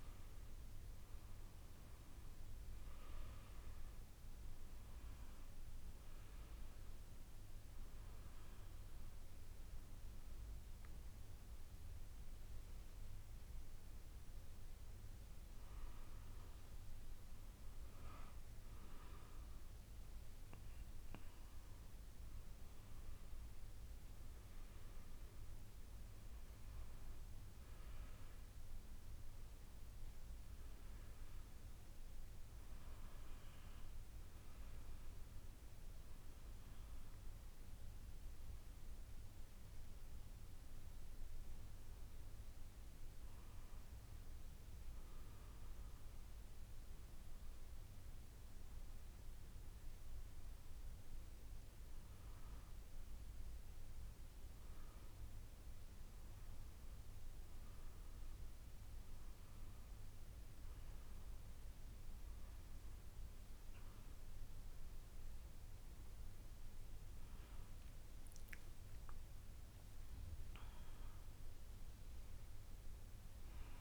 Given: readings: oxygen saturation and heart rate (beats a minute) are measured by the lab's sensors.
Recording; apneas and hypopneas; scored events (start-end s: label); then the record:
breathing in sleep, hard to hear, by a room microphone; none
none scored
From the record:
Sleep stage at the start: N2 (light sleep); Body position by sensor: on the back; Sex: female